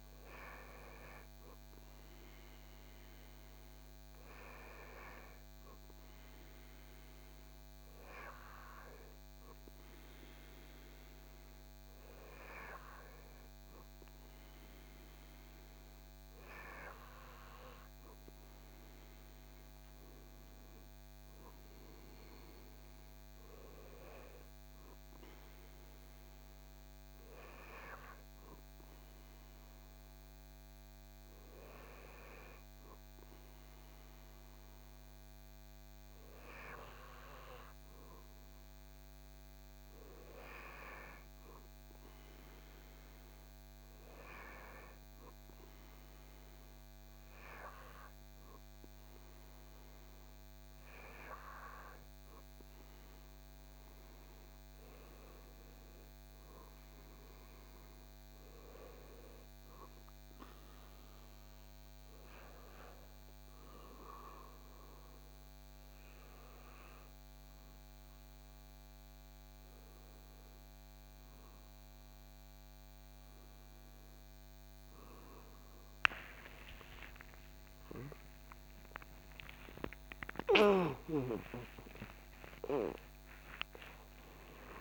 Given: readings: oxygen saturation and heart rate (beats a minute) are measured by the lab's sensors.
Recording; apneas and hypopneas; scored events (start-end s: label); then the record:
breathing in sleep by a microphone on the trachea; none
67.50-84.81 s: new sleep stage, awake
From the record:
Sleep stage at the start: N2 (light sleep); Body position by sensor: on the back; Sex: male